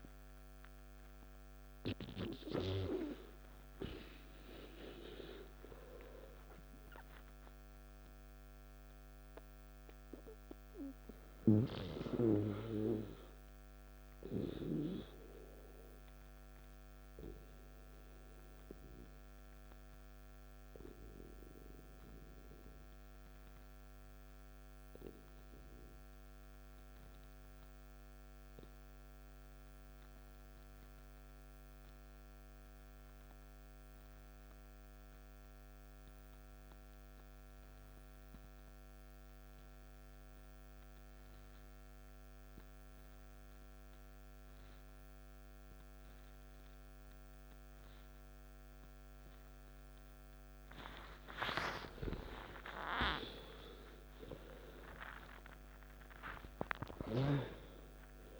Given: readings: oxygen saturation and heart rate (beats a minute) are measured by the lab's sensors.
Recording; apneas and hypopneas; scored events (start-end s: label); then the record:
breathing in sleep by a microphone on the trachea; 1
0.00-11.50 s: oxygen desaturation (device-marked, oxygen 88% lowest, heart rate 53 extreme)
10.50-51.00 s: mixed apnea (oxygen 97% before, 86% lowest, heart rate 63 before, 53 extreme, up 14 after)
13.50-22.50 s: oxygen desaturation (device-marked, oxygen 92% before, 88% lowest, heart rate 63 before, 53 extreme)
39.50-58.40 s: oxygen desaturation (device-marked, oxygen 98% before, 86% lowest, heart rate 55 before, 53 extreme)
51.50-56.50 s: arousal
From the record:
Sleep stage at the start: N2 (light sleep); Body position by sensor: on the back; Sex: male